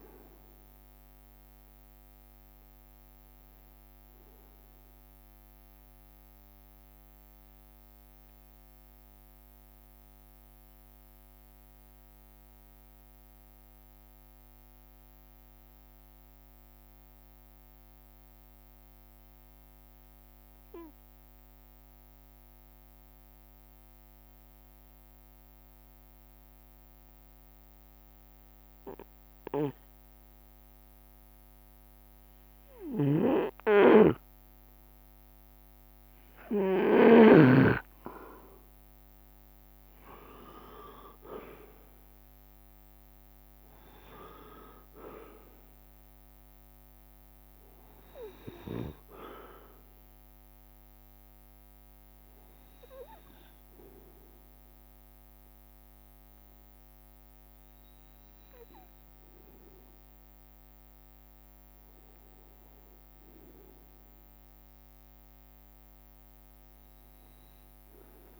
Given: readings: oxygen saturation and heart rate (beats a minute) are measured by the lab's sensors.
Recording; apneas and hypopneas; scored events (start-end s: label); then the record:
breathing in sleep by a microphone on the trachea; 1
0.00-2.00 s: bradycardia (device-marked)
0.00-7.00 s: oxygen desaturation (device-marked, oxygen 90% lowest)
5.50-33.00 s: obstructive apnea (oxygen 96% before, 94% lowest)
9.00-38.00 s: bradycardia (device-marked)
15.50-17.50 s: long interval between heartbeats (device-marked)
30.50-34.00 s: leg movement (device-marked)
33.00-37.50 s: snoring (device-marked)
35.50-40.00 s: arousal
41.50-44.00 s: leg movement (device-marked)
65.00-68.40 s: arousal
From the record:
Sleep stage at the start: N2 (light sleep); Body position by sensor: on the right side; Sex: male